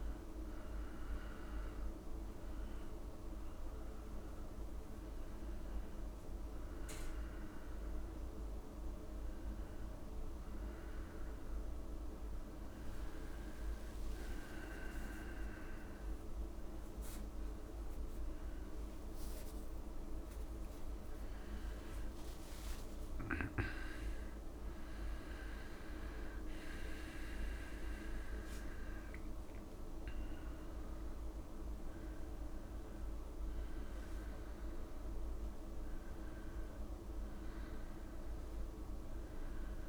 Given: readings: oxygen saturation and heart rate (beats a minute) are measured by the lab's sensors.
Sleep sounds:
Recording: a person awake in a sleep study, hard to hear, by a room microphone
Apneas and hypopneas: none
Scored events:
0.00-12.00 s: oxygen desaturation (device-marked, oxygen 92% lowest, heart rate 78 extreme)
11.00-39.89 s: new sleep stage, awake
From the record:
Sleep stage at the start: N2 (light sleep)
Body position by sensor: on the back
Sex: male

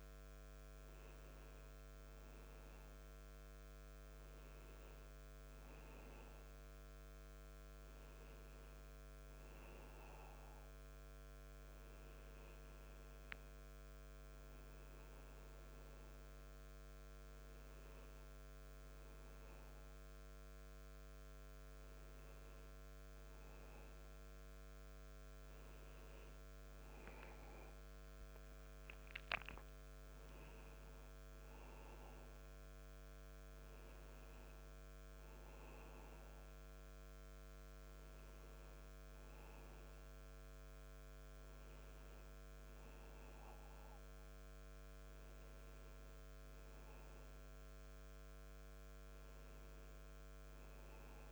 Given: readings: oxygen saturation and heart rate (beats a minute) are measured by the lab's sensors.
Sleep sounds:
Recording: a person partly awake in a sleep study, hard to hear, by a microphone on the trachea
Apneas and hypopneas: none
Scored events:
17.50-51.32 s: new sleep stage, N1 (lightest sleep)
From the record:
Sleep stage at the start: awake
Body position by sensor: on the back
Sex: male

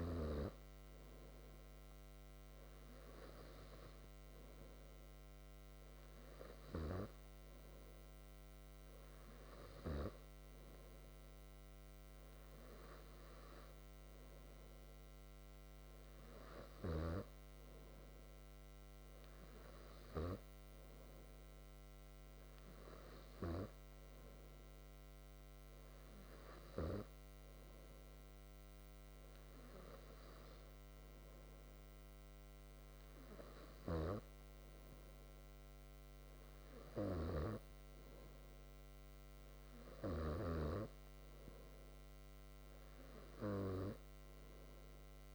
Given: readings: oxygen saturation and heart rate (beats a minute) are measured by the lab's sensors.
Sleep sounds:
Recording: breathing in sleep by a microphone on the trachea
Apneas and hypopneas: none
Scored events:
none scored
From the record:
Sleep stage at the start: N3 (deep sleep)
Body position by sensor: on the back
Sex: male

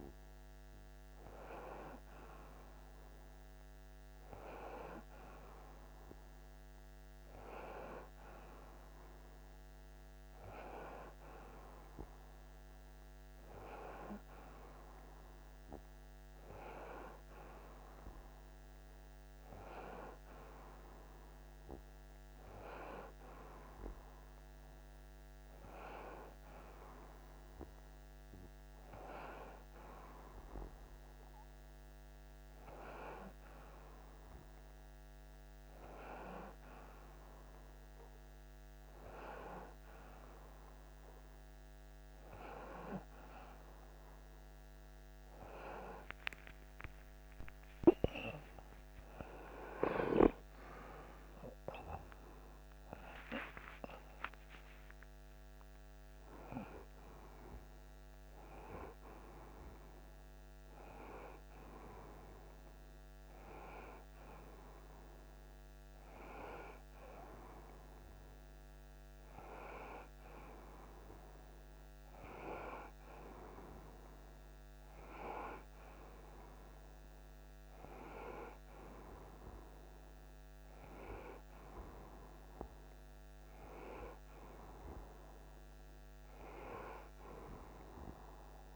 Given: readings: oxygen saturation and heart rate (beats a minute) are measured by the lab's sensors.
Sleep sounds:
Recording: breathing in sleep by a microphone on the trachea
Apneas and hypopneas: none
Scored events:
47.00-54.00 s: arousal
From the record:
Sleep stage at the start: N1 (lightest sleep)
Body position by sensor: on the front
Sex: male

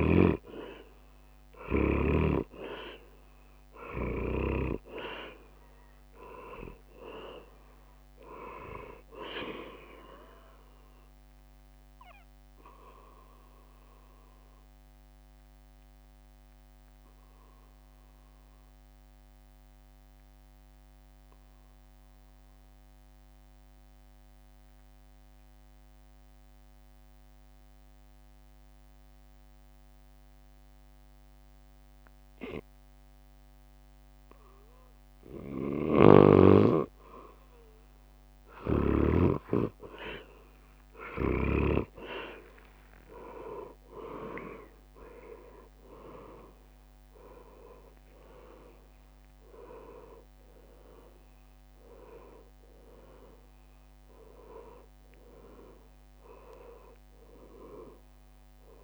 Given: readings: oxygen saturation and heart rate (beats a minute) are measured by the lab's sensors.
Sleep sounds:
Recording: breathing in sleep by a microphone on the trachea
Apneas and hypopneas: 1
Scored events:
0.00-1.00 s: arousal
0.00-4.50 s: snoring (device-marked)
0.00-14.50 s: drop in pulse transit time (device-marked, heart rate 67 extreme)
0.50-27.50 s: oxygen desaturation (device-marked, oxygen 99% before, 90% lowest, heart rate 63 before, 59 extreme)
11.50-35.50 s: obstructive apnea (oxygen 100% before, 90% lowest, heart rate 68 before, 59 extreme, up 11 after)
36.50-40.50 s: leg movement (device-marked)
37.50-58.83 s: drop in pulse transit time (device-marked, heart rate 61 before, 63 extreme)
42.00-47.00 s: arousal
49.50-58.83 s: leg movement (device-marked)
53.50-58.83 s: oxygen desaturation (device-marked, oxygen 97% before, 91% lowest, heart rate 70 before, 61 extreme)
From the record:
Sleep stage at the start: N2 (light sleep)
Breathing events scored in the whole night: 244 in 3.6 hours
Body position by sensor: on the back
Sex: male

